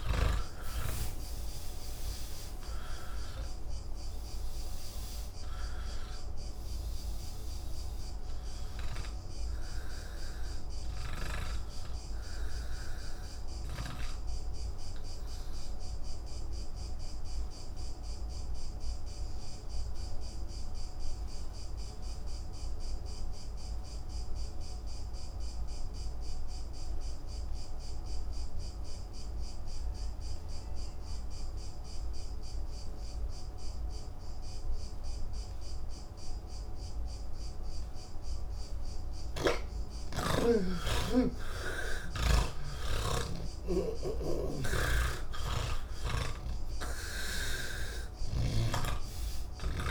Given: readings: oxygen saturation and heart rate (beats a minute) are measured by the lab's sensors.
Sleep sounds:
breathing in sleep by a room microphone; 1
0.00-24.00 s: oxygen desaturation (device-marked, oxygen 82% lowest)
15.50-38.00 s: obstructive apnea (oxygen 98% before, 80% lowest, heart rate 49 before, 63 extreme, up 6 after)
35.00-49.91 s: oxygen desaturation (device-marked, oxygen 99% before, 80% lowest)
44.50-49.00 s: snoring (device-marked)
From the record:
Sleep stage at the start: N3 (deep sleep); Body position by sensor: on the back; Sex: male

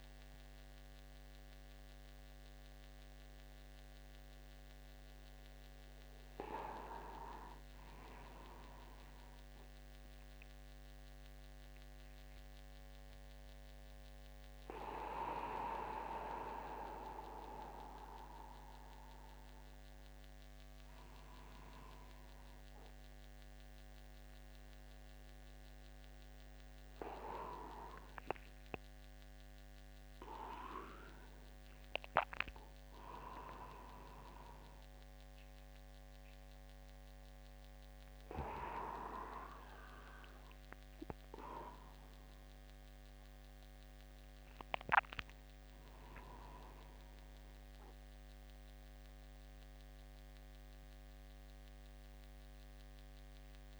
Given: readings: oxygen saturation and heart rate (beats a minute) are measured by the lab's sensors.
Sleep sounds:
a person awake in a sleep study, by a microphone on the trachea; none
8.00-10.00 s: long interval between heartbeats (device-marked, heart rate 51 before, 66 extreme)
45.00-47.00 s: long interval between heartbeats (device-marked, heart rate 52 before, 59 extreme)
50.50-52.50 s: long interval between heartbeats (device-marked, heart rate 60 before, 96 extreme)
From the record:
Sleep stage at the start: awake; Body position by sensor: upright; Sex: male

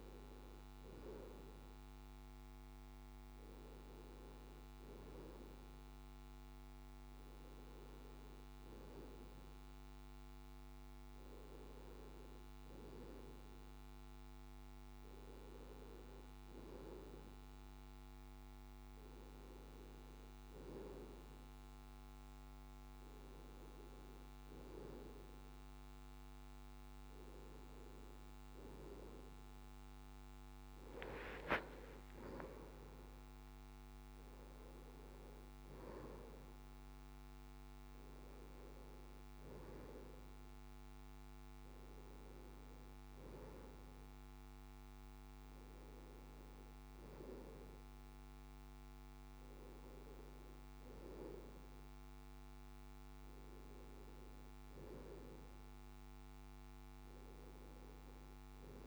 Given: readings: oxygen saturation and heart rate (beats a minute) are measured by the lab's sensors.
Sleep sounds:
a person partly awake in a sleep study, by a microphone on the trachea; none
21.00-58.86 s: new sleep stage, N1 (lightest sleep)
From the record:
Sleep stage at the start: awake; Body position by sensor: on the left side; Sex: male

